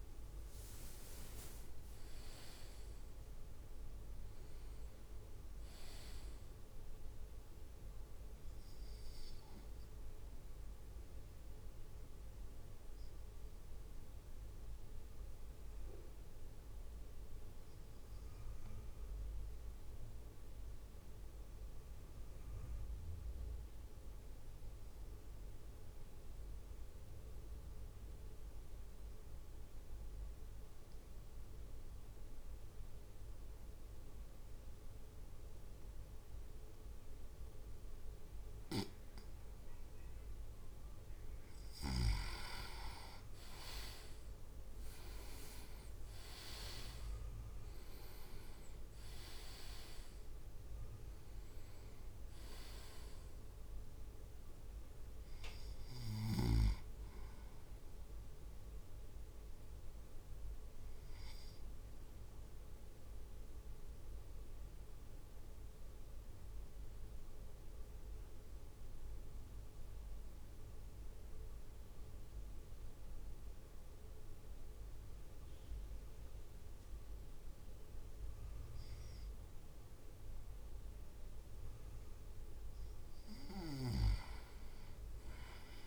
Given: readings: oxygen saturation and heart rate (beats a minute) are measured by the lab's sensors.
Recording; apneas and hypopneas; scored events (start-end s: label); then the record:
breathing in sleep by a room microphone; 2
0.00-3.00 s: leg movement (device-marked)
0.00-4.00 s: arousal
9.00-40.00 s: obstructive apnea (oxygen 99% before, 95% lowest)
44.50-46.50 s: leg movement (device-marked)
44.50-49.50 s: arousal
63.00-81.00 s: mixed apnea (oxygen 99% before, 95% lowest)
From the record:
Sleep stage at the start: N2 (light sleep); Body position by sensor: on the right side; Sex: male